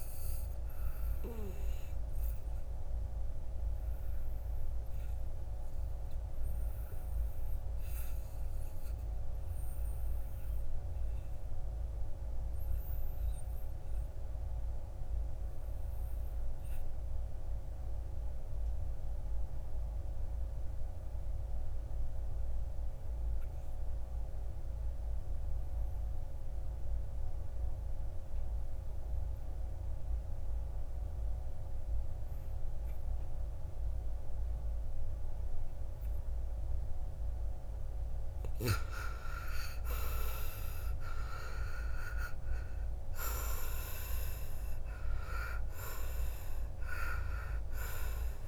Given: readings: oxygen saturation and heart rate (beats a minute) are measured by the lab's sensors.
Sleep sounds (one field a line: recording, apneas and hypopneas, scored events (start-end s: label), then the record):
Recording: breathing in sleep by a room microphone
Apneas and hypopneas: 1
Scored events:
0.00-18.00 s: oxygen desaturation (device-marked, oxygen 86% lowest, heart rate 57 extreme)
1.00-37.50 s: obstructive apnea (oxygen 98% before, 73% lowest, heart rate 60 before, 57 extreme, up 11 after)
23.00-48.48 s: oxygen desaturation (device-marked, oxygen 97% before, 73% lowest, heart rate 60 before, 56 extreme)
39.00-43.00 s: arousal
From the record:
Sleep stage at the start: N2 (light sleep)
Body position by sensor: on the back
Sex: male